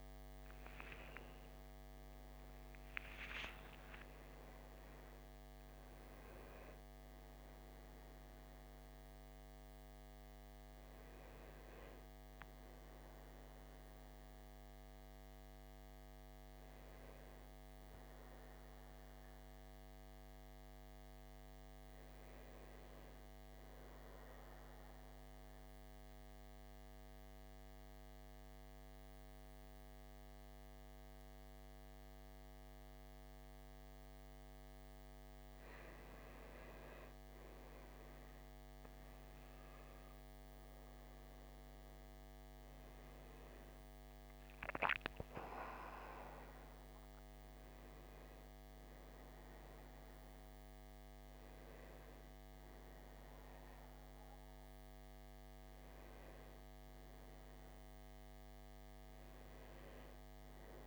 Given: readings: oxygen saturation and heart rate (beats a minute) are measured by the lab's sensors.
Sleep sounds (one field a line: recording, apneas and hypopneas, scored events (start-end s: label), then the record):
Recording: breathing in sleep, hard to hear, by a microphone on the trachea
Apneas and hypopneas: 1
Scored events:
0.00-8.50 s: oxygen desaturation (device-marked, oxygen 88% lowest, heart rate 57 extreme)
17.50-21.50 s: arousal
17.50-60.87 s: new sleep stage, N2 (light sleep)
24.00-35.50 s: central apnea (oxygen 97% before, 87% lowest, heart rate 69 before, 57 extreme, up 8 after)
29.50-60.87 s: oxygen desaturation (device-marked, oxygen 96% before, 87% lowest, heart rate 59 before, 56 extreme)
38.50-42.50 s: arousal
From the record:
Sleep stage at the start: N1 (lightest sleep)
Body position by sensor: on the back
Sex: male